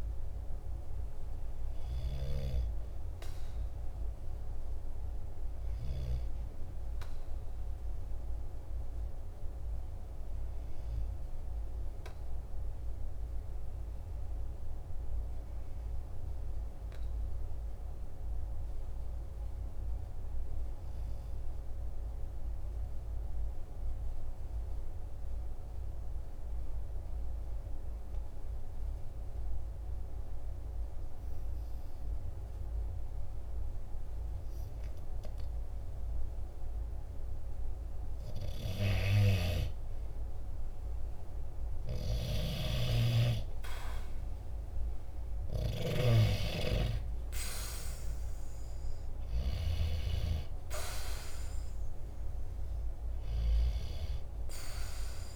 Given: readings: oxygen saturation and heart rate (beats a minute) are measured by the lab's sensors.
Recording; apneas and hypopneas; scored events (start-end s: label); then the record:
breathing in sleep by a room microphone; 1
0.00-24.50 s: oxygen desaturation (device-marked, oxygen 91% lowest, heart rate 43 extreme)
15.50-37.50 s: obstructive apnea (oxygen 97% before, 92% lowest, heart rate 47 before, 45 extreme, up 0 after)
39.00-42.50 s: arousal
44.50-55.35 s: oxygen desaturation (device-marked, oxygen 97% before, 92% lowest, heart rate 47 before, 45 extreme)
From the record:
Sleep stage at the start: N2 (light sleep); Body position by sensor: on the right side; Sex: male